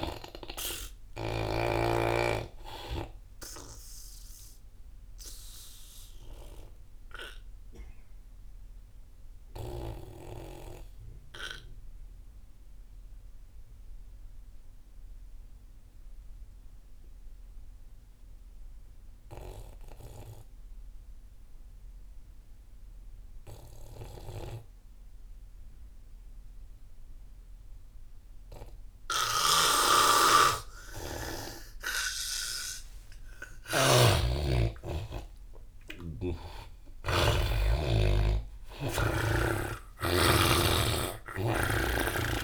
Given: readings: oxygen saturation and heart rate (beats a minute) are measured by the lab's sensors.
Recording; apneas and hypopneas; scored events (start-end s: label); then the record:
breathing in sleep by a room microphone; 1
0.00-13.50 s: oxygen desaturation (device-marked, oxygen 80% lowest)
4.50-32.50 s: obstructive apnea (oxygen 99% before, 80% lowest)
27.50-42.44 s: oxygen desaturation (device-marked, oxygen 99% before, 85% lowest)
30.50-38.00 s: snoring (device-marked)
34.00-39.50 s: arousal
From the record:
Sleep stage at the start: N2 (light sleep); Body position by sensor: on the back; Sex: male